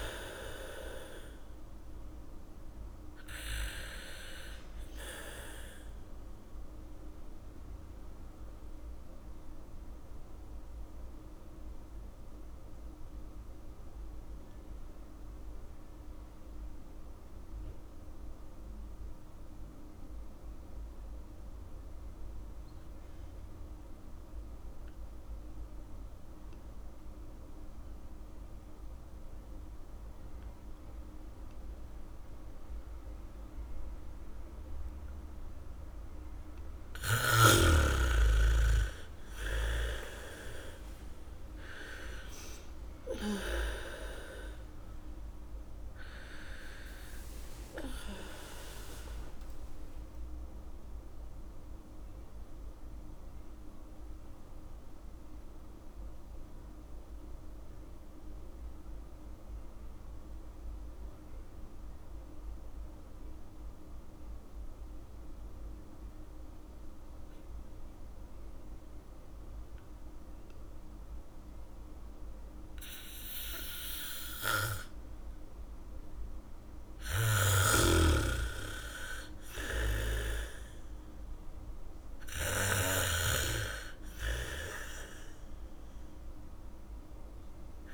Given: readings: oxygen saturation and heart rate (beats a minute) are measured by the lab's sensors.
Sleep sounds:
breathing in sleep by a room microphone; 2
0.00-19.00 s: oxygen desaturation (device-marked, oxygen 78% lowest, heart rate 47 extreme)
8.50-38.00 s: mixed apnea (oxygen 100% before, 75% lowest, heart rate 65 before, 49 extreme, up 1 after)
29.00-63.00 s: oxygen desaturation (device-marked, oxygen 100% before, 75% lowest, heart rate 73 before, 49 extreme)
33.00-43.00 s: bradycardia (device-marked, heart rate 66 before, 49 extreme)
39.50-43.50 s: arousal
53.00-76.50 s: mixed apnea (oxygen 100% before, 75% lowest, heart rate 64 before, 56 extreme, up 10 after)
73.00-79.00 s: bradycardia (device-marked, heart rate 67 before, 56 extreme)
74.00-87.94 s: oxygen desaturation (device-marked, oxygen 100% before, 81% lowest, heart rate 73 before, 56 extreme)
78.00-83.50 s: snoring (device-marked)
79.50-83.00 s: arousal
From the record:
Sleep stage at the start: N2 (light sleep); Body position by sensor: on the back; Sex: female

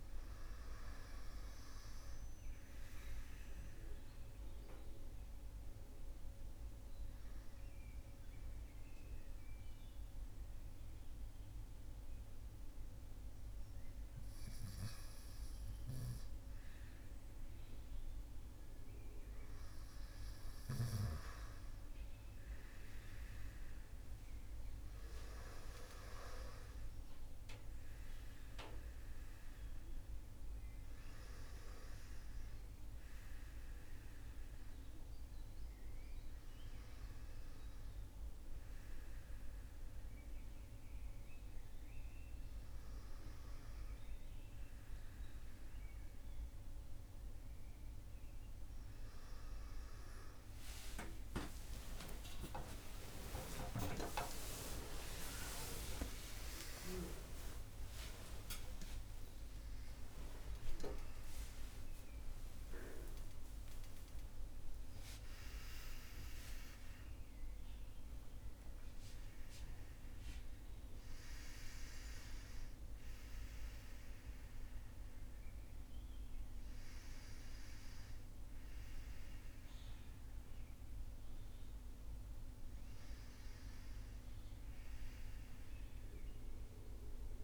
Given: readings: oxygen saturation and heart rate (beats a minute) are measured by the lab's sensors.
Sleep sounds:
breathing in sleep by a room microphone; 1
8.50-19.50 s: hypopnea (oxygen 100% before, 96% lowest)
23.00-26.50 s: arousal
30.50-87.44 s: new sleep stage, N1 (lightest sleep)
51.00-58.00 s: arousal
From the record:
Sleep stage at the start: REM sleep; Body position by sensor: on the right side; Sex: male

